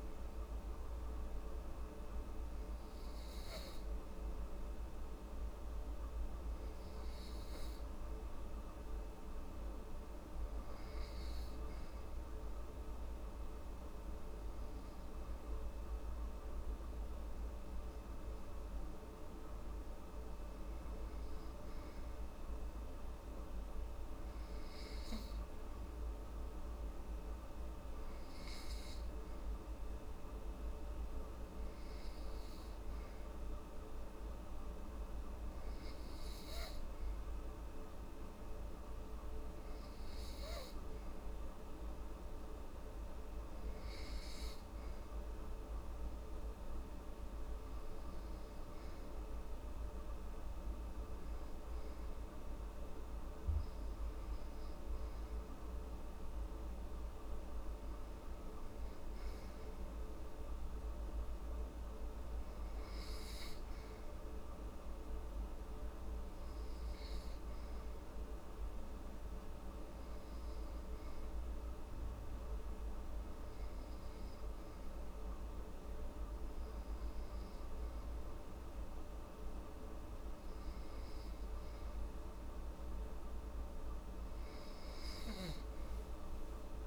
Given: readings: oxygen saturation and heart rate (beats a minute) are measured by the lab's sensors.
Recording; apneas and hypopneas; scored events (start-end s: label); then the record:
breathing in sleep, hard to hear, by a room microphone; 1
27.00-86.87 s: new sleep stage, REM sleep
66.00-82.00 s: obstructive apnea (oxygen 93% before, 90% lowest)
84.00-86.87 s: arousal
From the record:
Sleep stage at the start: N2 (light sleep); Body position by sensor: on the back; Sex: female